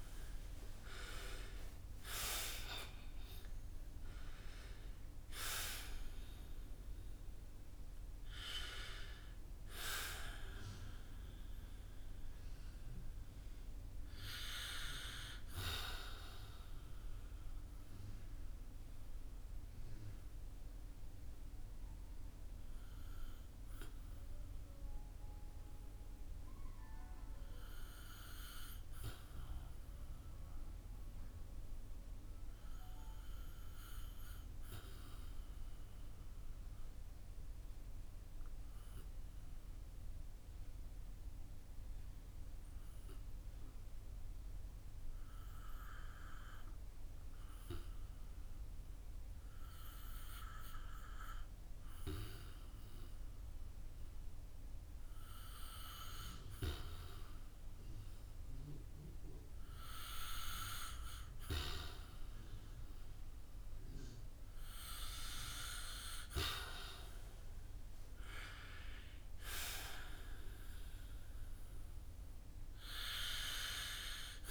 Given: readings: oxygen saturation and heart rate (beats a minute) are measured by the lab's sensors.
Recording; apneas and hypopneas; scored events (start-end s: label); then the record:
breathing in sleep by a room microphone; 1
0.00-4.00 s: arousal
0.00-34.50 s: oxygen desaturation (device-marked, oxygen 80% lowest, heart rate 51 extreme)
17.00-57.00 s: mixed apnea (oxygen 92% before, 80% lowest, heart rate 63 before, 53 extreme, up 7 after)
55.50-74.50 s: oxygen desaturation (device-marked, oxygen 97% before, 87% lowest, heart rate 57 before, 49 extreme)
58.00-63.00 s: arousal
From the record:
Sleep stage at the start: REM sleep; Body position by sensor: on the back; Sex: male